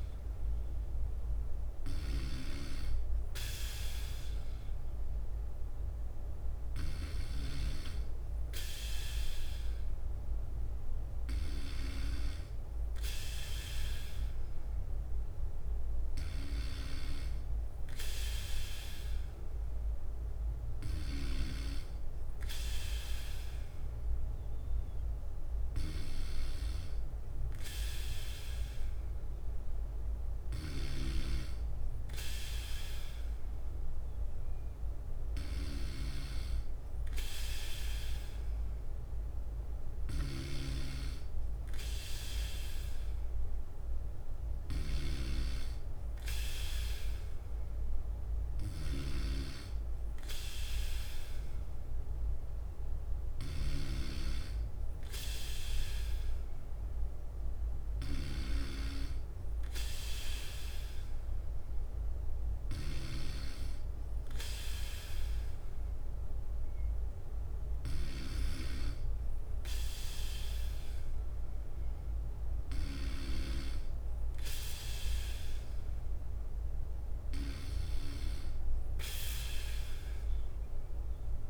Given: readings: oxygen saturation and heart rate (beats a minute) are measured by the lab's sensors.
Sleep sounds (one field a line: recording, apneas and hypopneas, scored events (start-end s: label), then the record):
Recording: breathing in sleep by a room microphone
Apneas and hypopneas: none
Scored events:
8.00-14.00 s: bradycardia (device-marked, heart rate 59 before, 59 extreme)
15.00-18.00 s: bradycardia (device-marked, heart rate 59 before, 59 extreme)
20.00-22.00 s: bradycardia (device-marked, heart rate 59 before, 59 extreme)
48.00-54.00 s: bradycardia (device-marked, heart rate 59 before, 59 extreme)
58.00-60.00 s: bradycardia (device-marked, heart rate 59 before, 60 extreme)
61.00-68.00 s: bradycardia (device-marked, heart rate 59 before, 58 extreme)
73.00-81.50 s: bradycardia (device-marked, heart rate 59 before, 58 extreme)
From the record:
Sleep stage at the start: N3 (deep sleep)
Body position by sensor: on the back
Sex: male